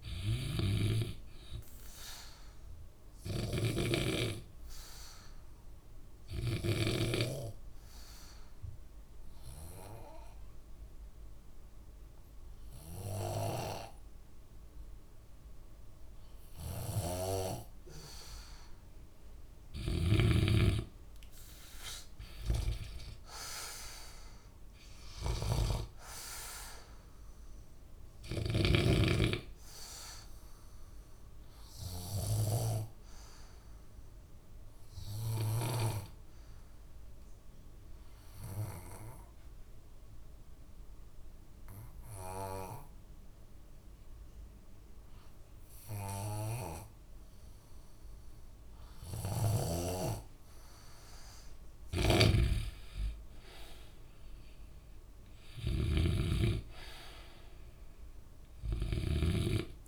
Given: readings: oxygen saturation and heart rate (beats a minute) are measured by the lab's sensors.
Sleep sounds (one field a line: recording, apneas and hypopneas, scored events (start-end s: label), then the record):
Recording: breathing in sleep by a room microphone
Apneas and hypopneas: 2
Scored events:
4.00-7.50 s: snoring (device-marked)
4.00-19.00 s: obstructive apnea (oxygen 95% before, 89% lowest, heart rate 68 before, 65 extreme, up 6 after)
20.00-29.00 s: snoring (device-marked)
20.50-23.00 s: arousal
22.50-41.50 s: oxygen desaturation (device-marked, oxygen 94% before, 89% lowest, heart rate 67 before, 59 extreme)
30.00-51.00 s: obstructive apnea (oxygen 95% before, 89% lowest, heart rate 69 before, 59 extreme, up 8 after)
52.00-59.88 s: snoring (device-marked)
54.50-58.00 s: arousal
55.50-59.88 s: oxygen desaturation (device-marked, oxygen 97% before, 91% lowest, heart rate 68 before, 59 extreme)
From the record:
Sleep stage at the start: N2 (light sleep)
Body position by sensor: on the back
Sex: male